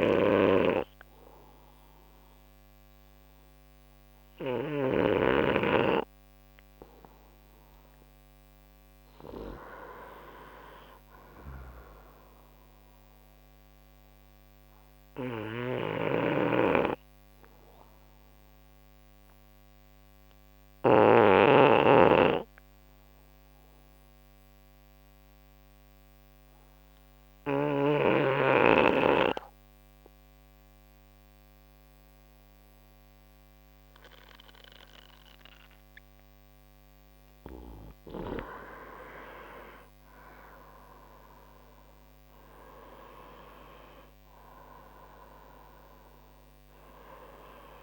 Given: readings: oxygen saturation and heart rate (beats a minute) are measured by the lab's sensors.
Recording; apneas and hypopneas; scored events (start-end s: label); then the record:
breathing in sleep by a microphone on the trachea; 1
0.00-5.50 s: snoring (device-marked)
5.50-25.50 s: oxygen desaturation (device-marked, oxygen 96% before, 90% lowest, heart rate 68 before, 66 extreme)
14.00-36.50 s: obstructive apnea (oxygen 96% before, 90% lowest, heart rate 68 before, 63 extreme, up 6 after)
16.00-21.50 s: snoring (device-marked)
40.50-44.00 s: arousal
From the record:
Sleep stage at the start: N2 (light sleep); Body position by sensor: on the right side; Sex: male